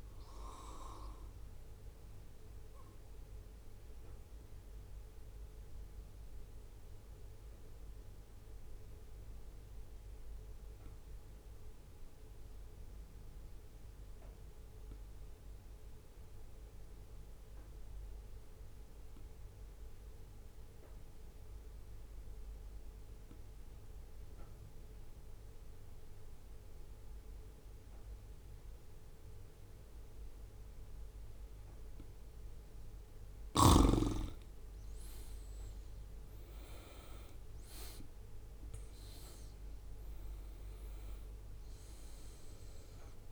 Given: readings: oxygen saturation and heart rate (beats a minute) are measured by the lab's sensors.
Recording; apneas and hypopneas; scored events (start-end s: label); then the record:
breathing in sleep by a room microphone; 1
0.00-3.00 s: oxygen desaturation (device-marked, oxygen 93% lowest, heart rate 63 extreme)
3.00-33.00 s: obstructive apnea (oxygen 97% before, 89% lowest, heart rate 68 before, 63 extreme, up 10 after)
35.00-39.00 s: arousal
36.00-43.32 s: oxygen desaturation (device-marked, oxygen 96% before, 90% lowest, heart rate 65 before, 64 extreme)
From the record:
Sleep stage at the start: N2 (light sleep); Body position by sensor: on the right side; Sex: male